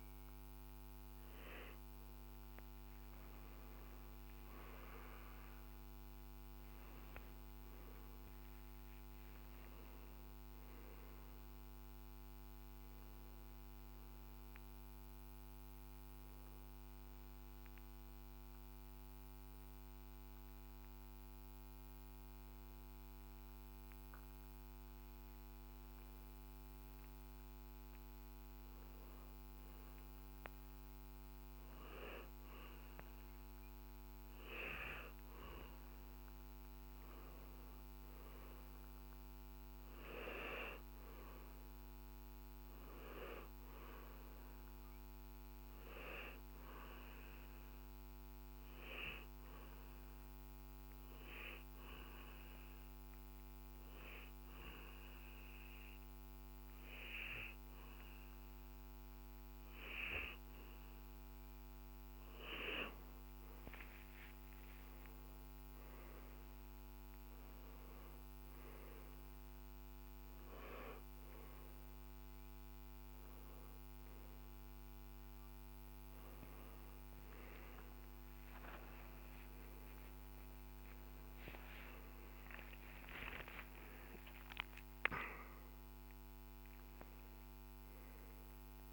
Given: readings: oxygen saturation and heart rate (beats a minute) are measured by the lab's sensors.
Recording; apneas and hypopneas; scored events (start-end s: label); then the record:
breathing in sleep by a microphone on the trachea; 2
9.00-13.00 s: arousal
16.00-27.00 s: obstructive apnea (oxygen 96% before, 91% lowest, heart rate 63 before, 56 extreme, up 3 after)
29.50-34.00 s: arousal
48.00-61.00 s: hypopnea (oxygen 97% before, 91% lowest, heart rate 59 before, 56 extreme, up 10 after)
62.50-66.00 s: arousal
65.00-82.00 s: oxygen desaturation (device-marked, oxygen 95% before, 91% lowest, heart rate 62 before, 55 extreme)
81.50-85.50 s: arousal
From the record:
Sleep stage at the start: N2 (light sleep); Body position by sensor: on the back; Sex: male